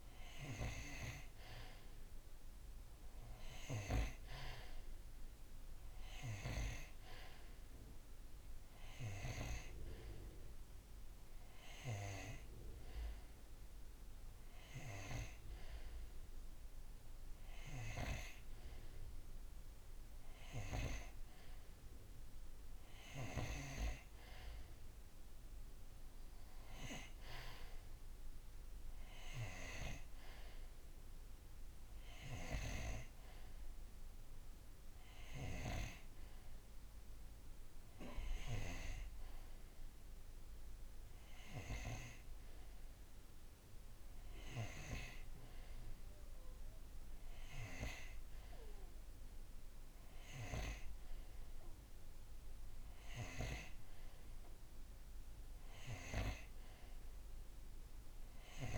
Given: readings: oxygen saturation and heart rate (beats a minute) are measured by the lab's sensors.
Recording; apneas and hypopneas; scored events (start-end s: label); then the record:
breathing in sleep by a room microphone; none
none scored
From the record:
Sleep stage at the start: N2 (light sleep); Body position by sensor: on the right side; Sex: male